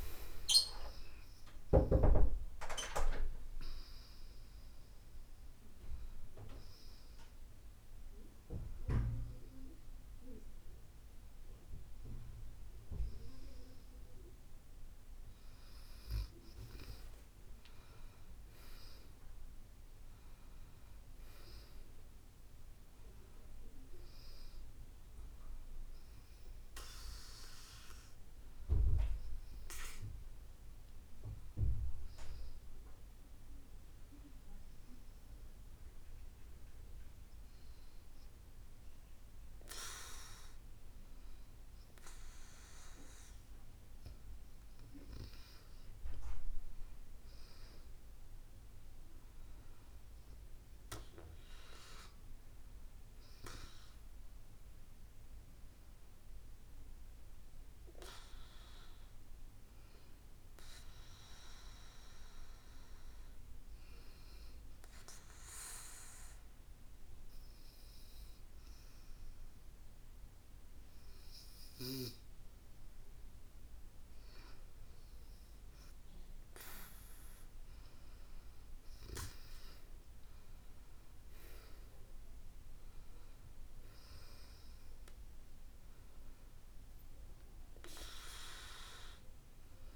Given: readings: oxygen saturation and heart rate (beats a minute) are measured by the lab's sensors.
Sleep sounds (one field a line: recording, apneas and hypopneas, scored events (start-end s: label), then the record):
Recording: breathing in sleep by a room microphone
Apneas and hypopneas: 2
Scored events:
27.00-89.96 s: new sleep stage, N2 (light sleep)
32.50-44.00 s: hypopnea (oxygen 97% before, 94% lowest, heart rate 73 before, 67 extreme, up 12 after)
45.50-49.00 s: arousal
61.00-72.50 s: obstructive apnea (oxygen 97% before, 94% lowest, heart rate 73 before, 67 extreme, up 4 after)
79.50-82.50 s: arousal
From the record:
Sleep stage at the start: N1 (lightest sleep)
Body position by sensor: on the back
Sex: female